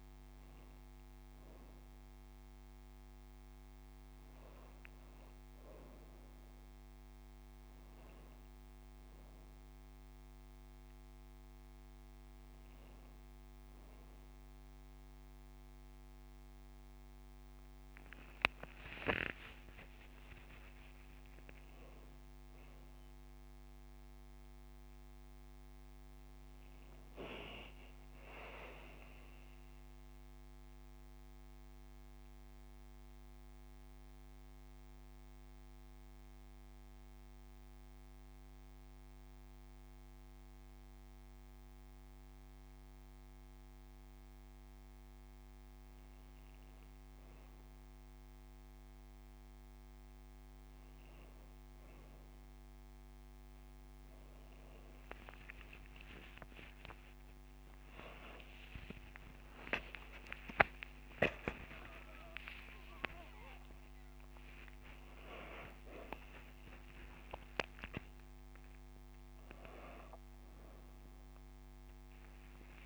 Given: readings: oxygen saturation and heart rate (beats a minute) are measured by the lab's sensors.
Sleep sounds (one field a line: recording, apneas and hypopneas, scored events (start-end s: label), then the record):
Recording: breathing in sleep by a microphone on the trachea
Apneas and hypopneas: none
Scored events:
8.00-72.85 s: new sleep stage, N1 (lightest sleep)
8.50-10.50 s: long interval between heartbeats (device-marked)
15.00-18.50 s: arousal
18.50-20.50 s: long interval between heartbeats (device-marked)
56.50-58.50 s: long interval between heartbeats (device-marked)
57.00-64.00 s: arousal
59.50-61.50 s: long interval between heartbeats (device-marked, heart rate 30 before, 62 extreme)
63.50-65.50 s: long interval between heartbeats (device-marked, heart rate 31 before, 87 extreme)
66.50-68.50 s: long interval between heartbeats (device-marked, heart rate 42 before, 107 extreme)
From the record:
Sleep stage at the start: N2 (light sleep)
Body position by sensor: on the right side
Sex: female